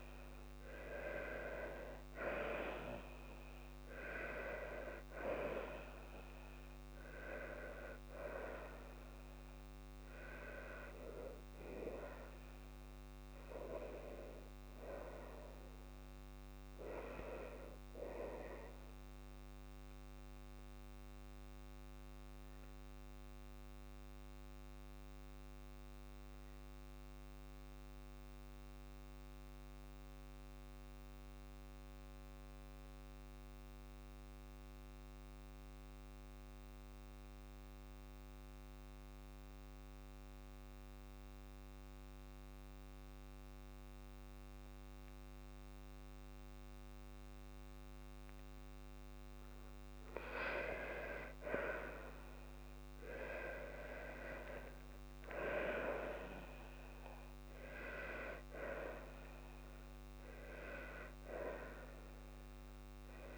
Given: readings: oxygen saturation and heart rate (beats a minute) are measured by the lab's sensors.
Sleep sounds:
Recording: breathing in sleep by a microphone on the trachea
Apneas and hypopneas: 1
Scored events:
0.00-1.00 s: arousal
0.00-2.00 s: long interval between heartbeats (device-marked, heart rate 55 before, 69 extreme)
11.50-13.50 s: long interval between heartbeats (device-marked, heart rate 64 before, 84 extreme)
21.50-47.50 s: obstructive apnea (oxygen 97% before, 89% lowest, heart rate 72 before, 54 extreme, up 5 after)
27.50-42.50 s: oxygen desaturation (device-marked, oxygen 96% before, 89% lowest, heart rate 67 before, 54 extreme)
50.50-53.50 s: arousal
56.50-58.50 s: long interval between heartbeats (device-marked, heart rate 56 before, 79 extreme)
From the record:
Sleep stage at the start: N2 (light sleep)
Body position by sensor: on the left side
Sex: female

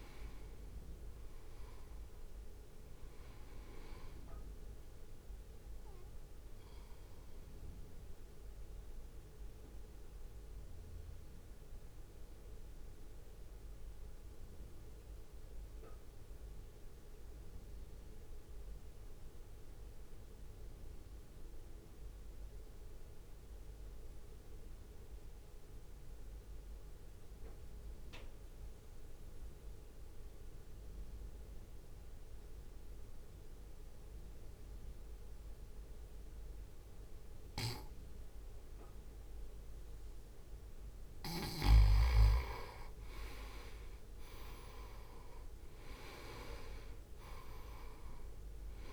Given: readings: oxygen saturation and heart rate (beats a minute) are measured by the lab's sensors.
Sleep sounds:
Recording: breathing in sleep by a room microphone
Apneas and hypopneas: 1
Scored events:
0.00-12.50 s: drop in pulse transit time (device-marked, heart rate 52 extreme)
0.00-27.50 s: oxygen desaturation (device-marked, oxygen 87% lowest, heart rate 52 extreme)
6.50-41.00 s: mixed apnea (oxygen 97% before, 87% lowest, heart rate 59 before, 53 extreme, up 3 after)
40.50-48.93 s: oxygen desaturation (device-marked, oxygen 98% before, 87% lowest, heart rate 62 before, 53 extreme)
44.50-48.00 s: arousal
44.50-48.93 s: drop in pulse transit time (device-marked, heart rate 63 before, 54 extreme)
From the record:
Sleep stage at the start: N2 (light sleep)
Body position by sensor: on the right side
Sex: male

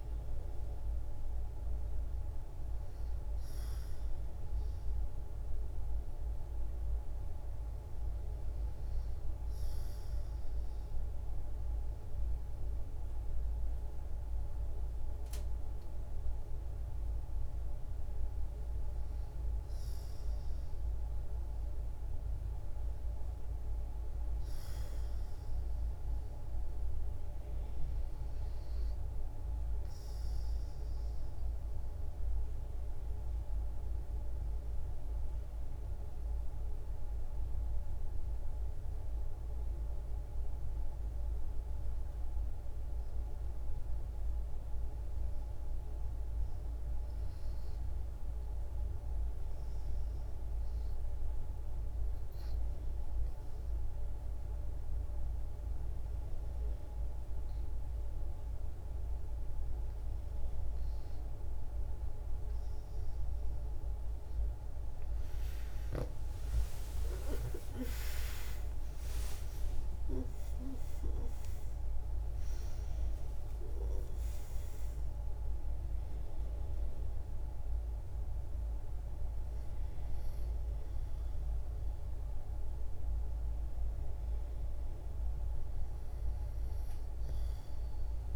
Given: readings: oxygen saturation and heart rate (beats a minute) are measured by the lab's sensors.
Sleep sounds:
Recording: breathing in sleep, hard to hear, by a room microphone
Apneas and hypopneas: 1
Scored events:
0.00-11.00 s: oxygen desaturation (device-marked, oxygen 83% lowest, heart rate 61 extreme)
31.50-64.00 s: hypopnea (oxygen 97% before, 82% lowest, heart rate 66 before, 62 extreme, up 12 after)
48.00-88.36 s: oxygen desaturation (device-marked, oxygen 96% before, 82% lowest, heart rate 63 before, 60 extreme)
65.00-69.50 s: arousal
From the record:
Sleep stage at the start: REM sleep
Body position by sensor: on the back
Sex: female

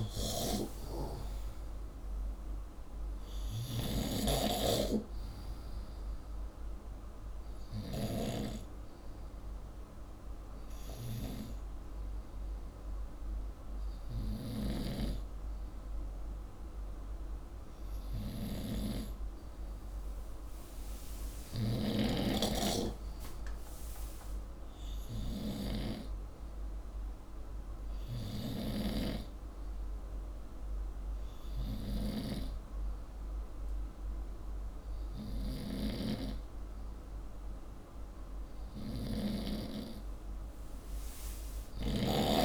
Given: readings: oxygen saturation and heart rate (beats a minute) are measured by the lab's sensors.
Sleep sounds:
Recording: breathing in sleep by a room microphone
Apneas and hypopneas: none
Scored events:
0.00-8.00 s: snoring (device-marked)
35.50-42.45 s: snoring (device-marked)
From the record:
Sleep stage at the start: N2 (light sleep)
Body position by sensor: upright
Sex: male

